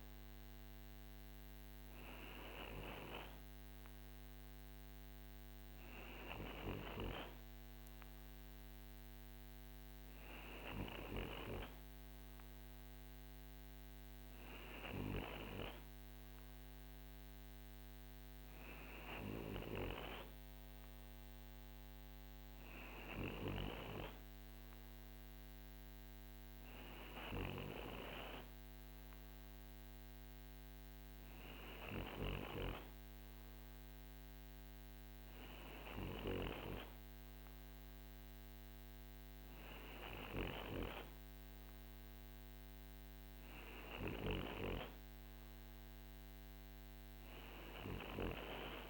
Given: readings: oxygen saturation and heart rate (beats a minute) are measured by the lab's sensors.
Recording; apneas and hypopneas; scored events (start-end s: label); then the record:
breathing in sleep by a microphone on the trachea; none
none scored
From the record:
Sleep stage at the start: N2 (light sleep); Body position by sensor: on the right side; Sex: male